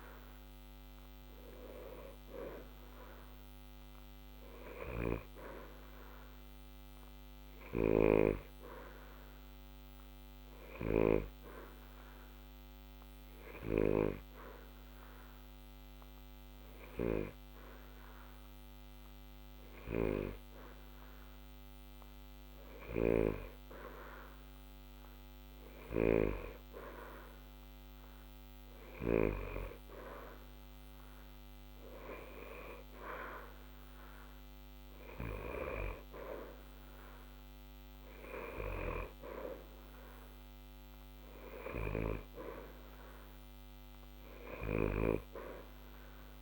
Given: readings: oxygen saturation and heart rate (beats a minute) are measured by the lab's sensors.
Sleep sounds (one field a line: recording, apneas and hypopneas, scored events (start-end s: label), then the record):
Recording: breathing in sleep by a microphone on the trachea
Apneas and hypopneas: 1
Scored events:
7.50-23.00 s: obstructive apnea (oxygen 91% before, 88% lowest, heart rate 60 before, 60 extreme, up 0 after)
26.00-29.50 s: arousal
From the record:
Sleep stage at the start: N2 (light sleep)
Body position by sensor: on the back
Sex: male